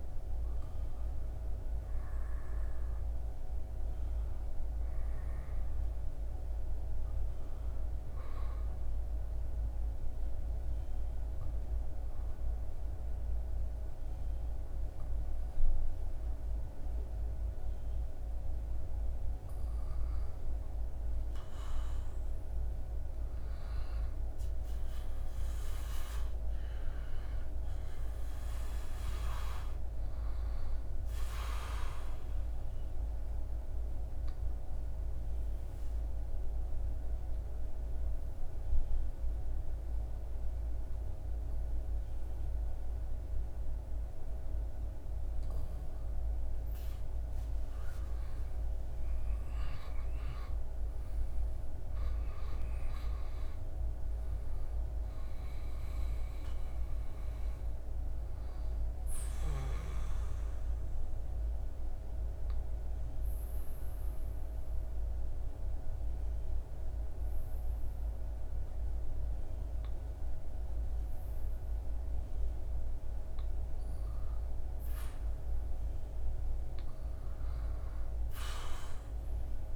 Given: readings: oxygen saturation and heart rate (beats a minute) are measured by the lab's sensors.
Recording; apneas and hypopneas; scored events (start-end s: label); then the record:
breathing in sleep, hard to hear, by a room microphone; 3
8.00-18.50 s: obstructive apnea (oxygen 99% before, 95% lowest, heart rate 77 before, 74 extreme, up 5 after)
21.50-24.50 s: arousal
31.50-46.00 s: obstructive apnea (oxygen 98% before, 95% lowest, heart rate 77 before, 75 extreme, up 7 after)
48.50-51.50 s: arousal
51.00-69.00 s: oxygen desaturation (device-marked, oxygen 98% before, 95% lowest, heart rate 78 before, 75 extreme)
59.00-73.00 s: obstructive apnea (oxygen 98% before, 94% lowest, heart rate 80 before, 74 extreme, up 3 after)
75.50-79.50 s: arousal
From the record:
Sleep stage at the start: N2 (light sleep); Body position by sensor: on the back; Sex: male